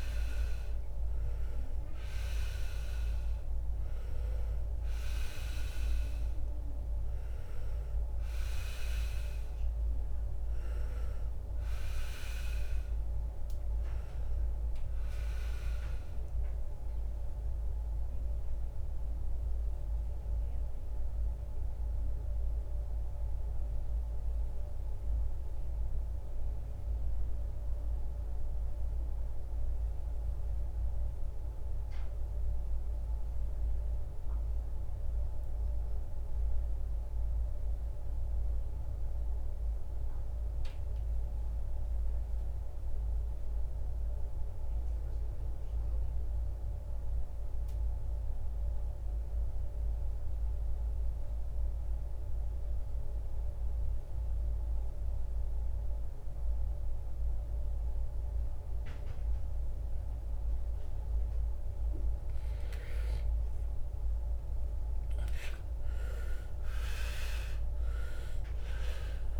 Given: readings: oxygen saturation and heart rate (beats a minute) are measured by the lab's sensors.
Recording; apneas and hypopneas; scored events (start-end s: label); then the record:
breathing in sleep by a room microphone; 1
0.00-30.50 s: oxygen desaturation (device-marked, oxygen 82% lowest, heart rate 56 extreme)
16.50-61.00 s: mixed apnea (oxygen 95% before, 79% lowest, heart rate 77 before, 52 extreme, up 26 after)
57.50-69.40 s: oxygen desaturation (device-marked, oxygen 98% before, 79% lowest, heart rate 62 before, 42 extreme)
63.00-68.00 s: arousal
From the record:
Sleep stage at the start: N2 (light sleep); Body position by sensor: on the right side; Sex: male